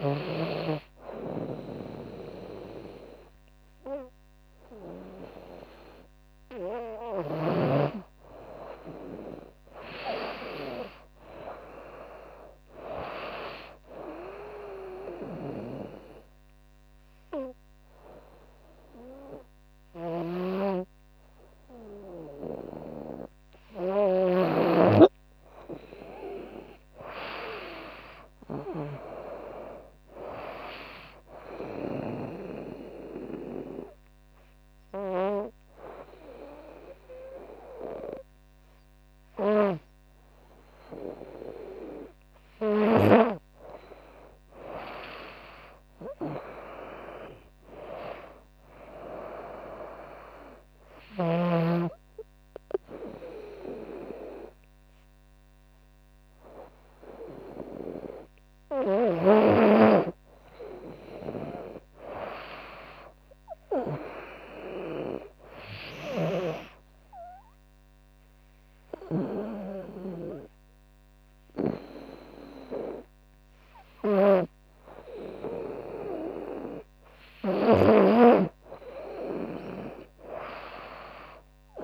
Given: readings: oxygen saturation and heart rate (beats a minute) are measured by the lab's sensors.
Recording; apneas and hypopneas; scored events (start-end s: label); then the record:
breathing in sleep by a microphone on the trachea; 4
13.00-23.00 s: obstructive apnea (oxygen 98% before, 95% lowest, heart rate 77 before, 73 extreme, up 5 after)
19.00-23.50 s: snoring (device-marked)
25.50-28.50 s: arousal
29.00-43.00 s: oxygen desaturation (device-marked, oxygen 98% before, 95% lowest, heart rate 78 before, 71 extreme)
31.50-41.50 s: obstructive apnea (oxygen 98% before, 95% lowest, heart rate 78 before, 71 extreme, up 7 after)
43.50-46.50 s: arousal
48.50-58.50 s: obstructive apnea (oxygen 98% before, 95% lowest, heart rate 77 before, 71 extreme, up 11 after)
60.00-63.50 s: arousal
65.00-68.50 s: snoring (device-marked)
65.50-77.00 s: obstructive apnea (oxygen 98% before, 96% lowest, heart rate 76 before, 71 extreme, up 9 after)
79.50-81.84 s: arousal
From the record:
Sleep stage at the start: N2 (light sleep); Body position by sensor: on the right side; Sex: female